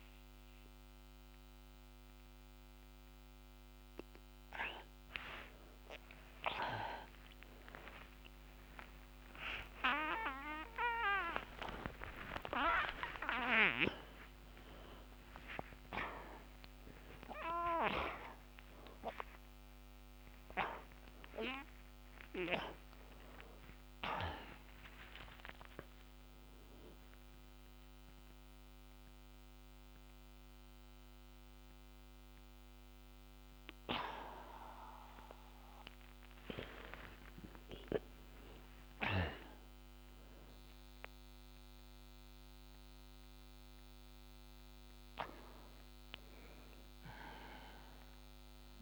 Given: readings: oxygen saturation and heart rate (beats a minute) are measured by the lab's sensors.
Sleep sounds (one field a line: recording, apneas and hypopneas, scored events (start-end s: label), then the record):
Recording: a person awake in a sleep study, by a microphone on the trachea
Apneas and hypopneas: none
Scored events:
1.50-18.50 s: oxygen desaturation (device-marked, oxygen 98% before, 94% lowest)
From the record:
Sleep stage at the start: awake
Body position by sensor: on the back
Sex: male